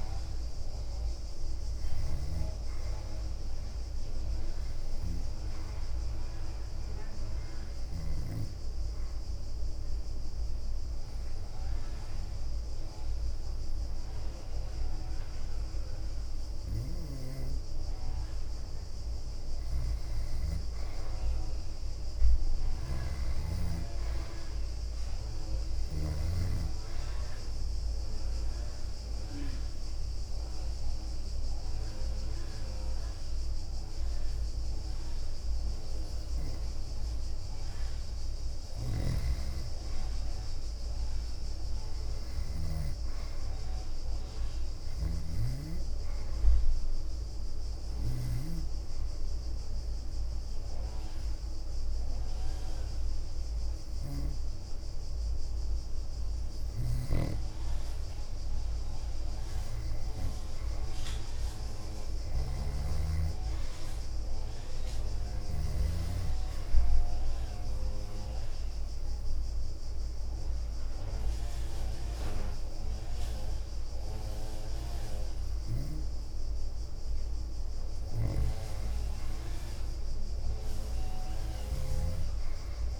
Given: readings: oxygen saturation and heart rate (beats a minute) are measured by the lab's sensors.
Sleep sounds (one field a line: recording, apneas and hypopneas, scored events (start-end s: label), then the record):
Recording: breathing in sleep by a room microphone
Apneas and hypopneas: 4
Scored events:
0.00-2.50 s: arousal
0.00-9.50 s: leg movement (device-marked)
5.00-17.50 s: obstructive apnea (oxygen 96% before, 90% lowest, heart rate 66 before, 59 extreme, up 6 after)
14.00-22.00 s: leg movement (device-marked)
19.50-22.00 s: arousal
22.50-27.00 s: leg movement (device-marked)
24.50-39.50 s: oxygen desaturation (device-marked, oxygen 95% before, 90% lowest, heart rate 66 before, 59 extreme)
26.50-36.50 s: obstructive apnea (oxygen 95% before, 90% lowest, heart rate 67 before, 59 extreme, up 9 after)
31.00-39.50 s: leg movement (device-marked)
31.50-33.50 s: bradycardia (device-marked, heart rate 66 before, 62 extreme)
37.50-41.00 s: arousal
42.00-48.50 s: leg movement (device-marked)
45.50-57.00 s: obstructive apnea (oxygen 96% before, 91% lowest, heart rate 65 before, 64 extreme, up 7 after)
45.50-59.50 s: oxygen desaturation (device-marked, oxygen 96% before, 91% lowest, heart rate 65 before, 64 extreme)
50.00-55.00 s: leg movement (device-marked)
56.50-66.00 s: snoring (device-marked)
58.50-66.00 s: leg movement (device-marked)
60.00-63.50 s: arousal
67.00-77.00 s: obstructive apnea (oxygen 96% before, 90% lowest, heart rate 67 before, 62 extreme, up 4 after)
68.50-74.50 s: leg movement (device-marked)
68.50-81.50 s: oxygen desaturation (device-marked, oxygen 96% before, 91% lowest, heart rate 67 before, 62 extreme)
77.00-80.50 s: leg movement (device-marked)
79.00-81.50 s: arousal
80.50-83.00 s: leg movement (device-marked)
From the record:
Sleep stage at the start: N2 (light sleep)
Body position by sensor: on the back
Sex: female